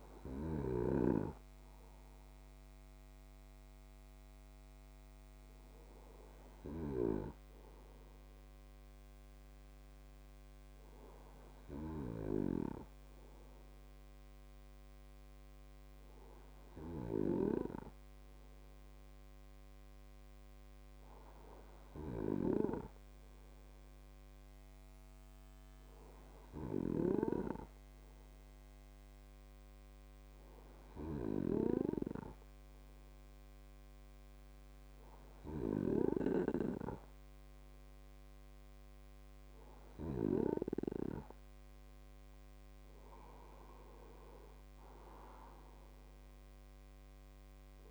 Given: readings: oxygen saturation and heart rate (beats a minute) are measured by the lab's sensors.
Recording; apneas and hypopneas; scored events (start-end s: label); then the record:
breathing in sleep by a microphone on the trachea; none
none scored
From the record:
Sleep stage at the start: N2 (light sleep); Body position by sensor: on the right side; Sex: male